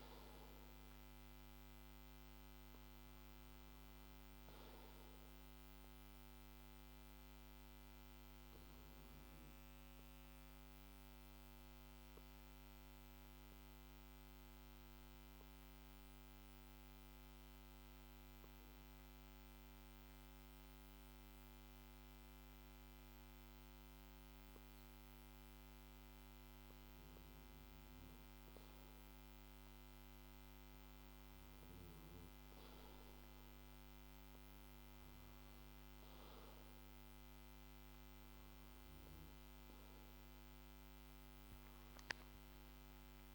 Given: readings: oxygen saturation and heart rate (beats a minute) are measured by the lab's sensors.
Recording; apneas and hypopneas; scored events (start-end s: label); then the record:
breathing in sleep, hard to hear, by a microphone on the trachea; 1
10.50-25.00 s: obstructive apnea (oxygen 95% before, 92% lowest, heart rate 60 before, 49 extreme, up 0 after)
37.00-43.35 s: new sleep stage, awake
From the record:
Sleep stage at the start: N1 (lightest sleep); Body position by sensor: on the back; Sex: male